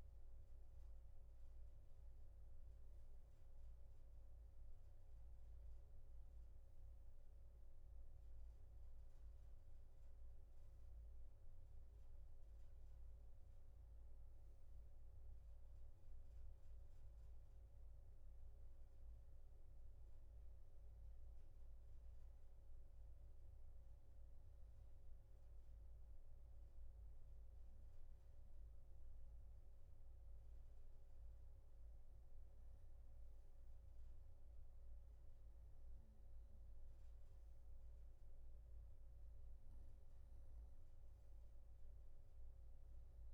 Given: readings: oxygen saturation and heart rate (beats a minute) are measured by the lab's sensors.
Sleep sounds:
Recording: breathing in sleep, hard to hear, by a room microphone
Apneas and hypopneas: none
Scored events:
none scored
From the record:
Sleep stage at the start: N2 (light sleep)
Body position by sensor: on the right side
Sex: male

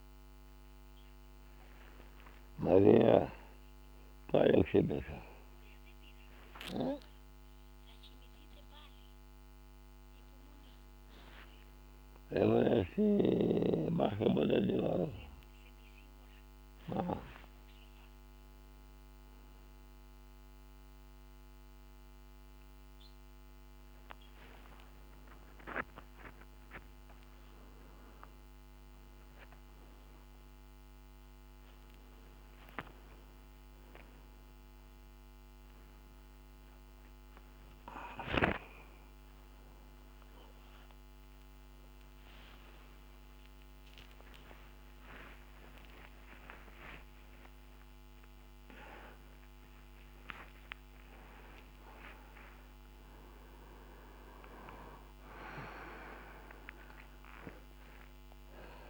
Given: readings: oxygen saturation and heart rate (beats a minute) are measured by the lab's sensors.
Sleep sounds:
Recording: a person awake in a sleep study, by a microphone on the trachea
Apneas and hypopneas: none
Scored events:
none scored
From the record:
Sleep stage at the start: awake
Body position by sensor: on the back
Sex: male

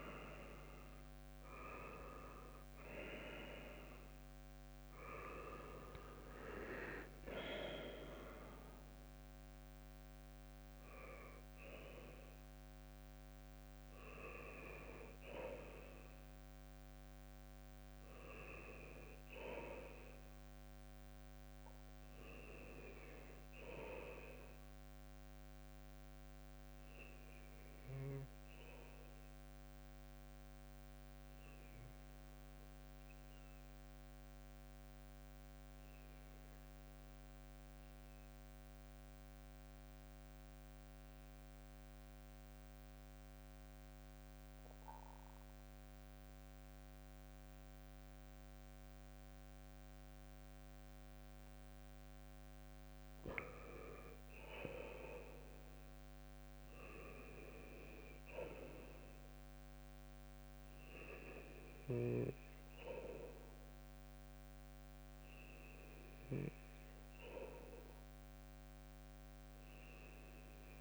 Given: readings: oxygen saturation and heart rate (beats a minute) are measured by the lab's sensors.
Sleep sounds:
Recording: breathing in sleep by a microphone on the trachea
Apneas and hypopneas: 1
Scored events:
0.00-1.00 s: leg movement (device-marked)
7.50-11.50 s: bradycardia (device-marked, heart rate 72 before, 59 extreme)
30.00-50.00 s: obstructive apnea (oxygen 97% before, 94% lowest, heart rate 65 before, 62 extreme, up 6 after)
52.50-56.50 s: arousal
From the record:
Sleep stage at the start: N2 (light sleep)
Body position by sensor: on the right side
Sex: male

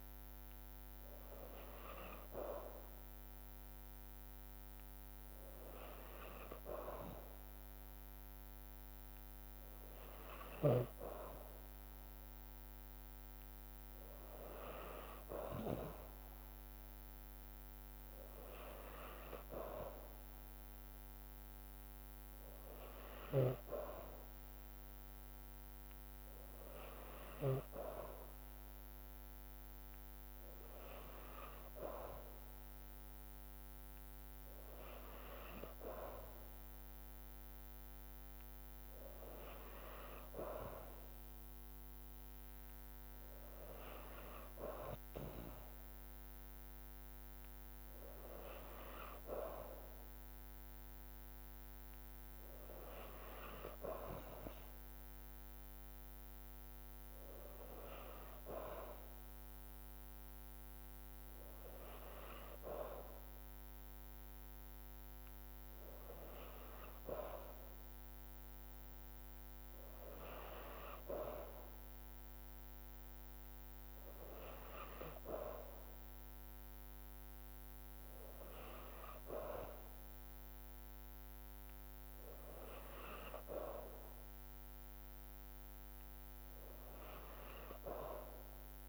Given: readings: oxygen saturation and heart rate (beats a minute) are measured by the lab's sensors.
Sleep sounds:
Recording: breathing in sleep by a microphone on the trachea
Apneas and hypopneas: none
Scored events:
none scored
From the record:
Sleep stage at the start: N2 (light sleep)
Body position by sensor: on the back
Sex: female

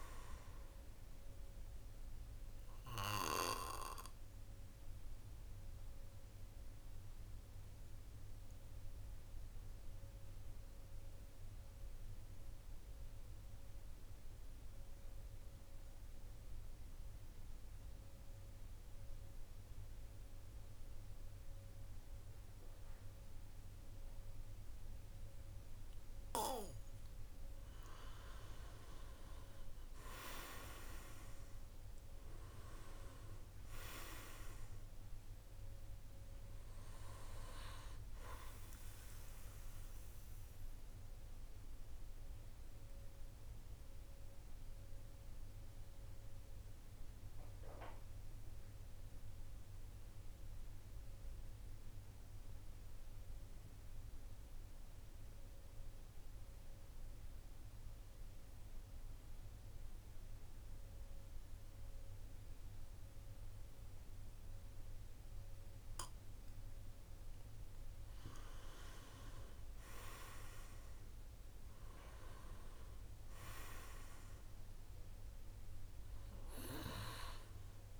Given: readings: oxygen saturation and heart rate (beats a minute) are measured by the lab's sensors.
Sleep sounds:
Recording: breathing in sleep by a room microphone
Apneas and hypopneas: 2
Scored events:
0.00-17.00 s: oxygen desaturation (device-marked, oxygen 92% lowest, heart rate 47 extreme)
2.00-26.00 s: obstructive apnea (oxygen 99% before, 89% lowest, heart rate 52 before, 46 extreme, up 10 after)
27.50-31.50 s: arousal
29.00-53.00 s: oxygen desaturation (device-marked, oxygen 98% before, 89% lowest, heart rate 49 before, 46 extreme)
40.50-66.50 s: mixed apnea (oxygen 98% before, 89% lowest, heart rate 54 before, 46 extreme, up 10 after)
65.00-78.00 s: oxygen desaturation (device-marked, oxygen 99% before, 90% lowest, heart rate 48 before, 47 extreme)
69.50-73.00 s: arousal
From the record:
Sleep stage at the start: N2 (light sleep)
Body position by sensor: on the back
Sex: male

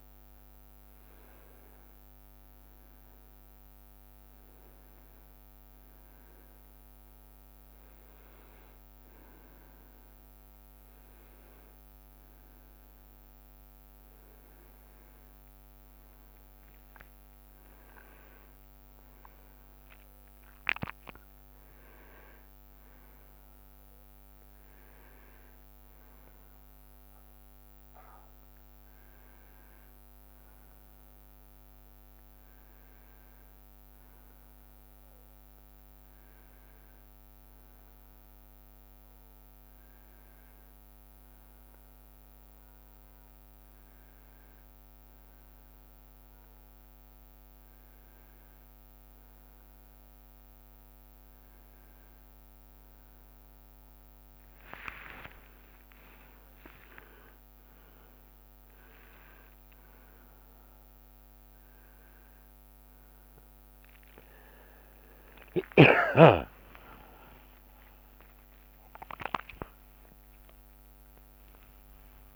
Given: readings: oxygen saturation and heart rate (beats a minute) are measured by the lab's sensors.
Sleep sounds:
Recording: breathing in sleep by a microphone on the trachea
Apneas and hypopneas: none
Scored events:
1.00-61.00 s: new sleep stage, N1 (lightest sleep)
16.00-24.50 s: leg movement (device-marked)
17.50-21.50 s: arousal
26.00-34.50 s: leg movement (device-marked)
56.50-60.50 s: leg movement (device-marked)
61.00-72.36 s: new sleep stage, awake
From the record:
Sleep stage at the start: N2 (light sleep)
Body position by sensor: on the right side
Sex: male

